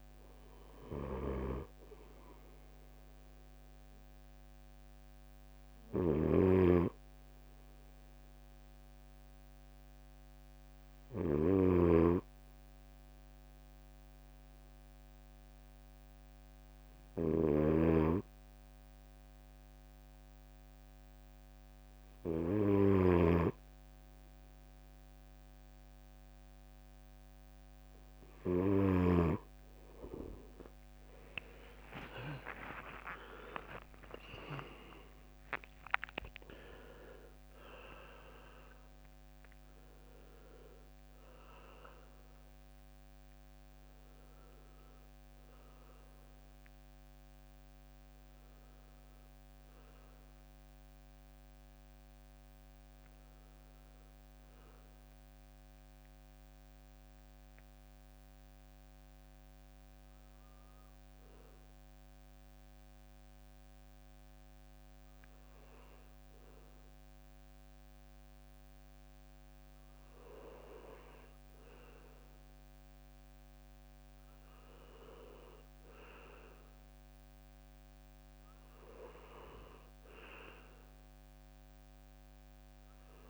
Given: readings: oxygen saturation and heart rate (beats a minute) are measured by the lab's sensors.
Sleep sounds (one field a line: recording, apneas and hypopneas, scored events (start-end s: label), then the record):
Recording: breathing in sleep by a microphone on the trachea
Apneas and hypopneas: 2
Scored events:
0.50-22.00 s: snoring (device-marked)
6.50-21.50 s: hypopnea (oxygen 95% before, 91% lowest, heart rate 67 before, 63 extreme, up 3 after)
29.50-35.00 s: arousal
30.50-37.50 s: tachycardia (device-marked, heart rate 68 before, 133 extreme)
31.50-44.50 s: oxygen desaturation (device-marked, oxygen 95% before, 91% lowest, heart rate 65 before, 60 extreme)
32.00-34.00 s: long interval between heartbeats (device-marked, heart rate 65 before, 77 extreme)
34.50-50.50 s: drop in pulse transit time (device-marked, heart rate 69 before, 72 extreme)
35.00-37.00 s: long interval between heartbeats (device-marked, heart rate 69 before, 129 extreme)
55.00-68.00 s: hypopnea (oxygen 94% before, 92% lowest, heart rate 89 before, 60 extreme, up 7 after)
71.00-74.50 s: arousal
From the record:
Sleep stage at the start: N2 (light sleep)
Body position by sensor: on the right side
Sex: male